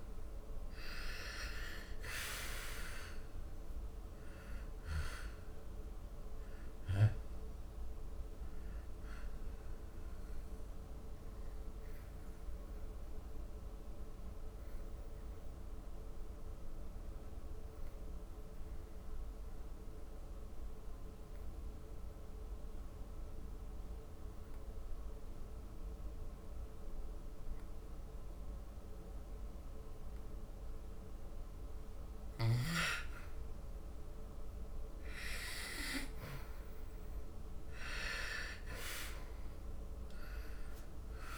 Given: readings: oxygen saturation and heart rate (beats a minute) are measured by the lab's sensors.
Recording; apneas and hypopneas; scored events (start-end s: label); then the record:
breathing in sleep by a room microphone; 1
0.00-1.00 s: arousal
0.00-27.00 s: oxygen desaturation (device-marked, oxygen 88% lowest, heart rate 68 extreme)
10.00-33.50 s: obstructive apnea (oxygen 98% before, 86% lowest, heart rate 74 before, 68 extreme, up 8 after)
35.50-40.00 s: arousal
38.00-41.37 s: oxygen desaturation (device-marked, oxygen 99% before, 86% lowest, heart rate 72 before, 66 extreme)
From the record:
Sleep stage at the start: N2 (light sleep); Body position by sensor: on the back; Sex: male